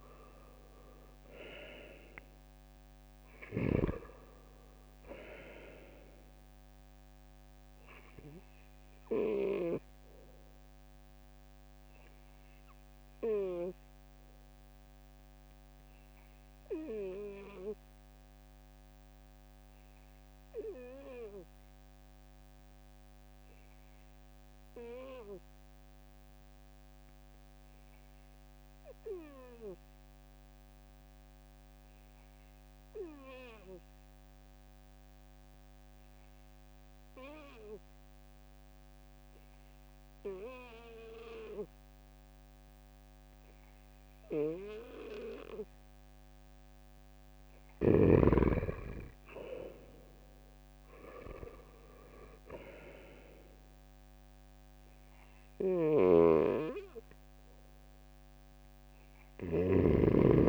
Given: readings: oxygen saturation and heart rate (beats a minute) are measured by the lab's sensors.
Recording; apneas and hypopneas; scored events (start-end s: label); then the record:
breathing in sleep by a microphone on the trachea; 1
0.00-2.00 s: arousal
12.50-45.50 s: obstructive apnea (oxygen 96% before, 91% lowest, heart rate 69 before, 63 extreme, up 6 after)
17.00-29.00 s: oxygen desaturation (device-marked, oxygen 95% before, 91% lowest, heart rate 68 before, 65 extreme)
48.50-53.00 s: arousal
55.00-59.50 s: snoring (device-marked)
From the record:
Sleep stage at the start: N2 (light sleep); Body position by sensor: on the right side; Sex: male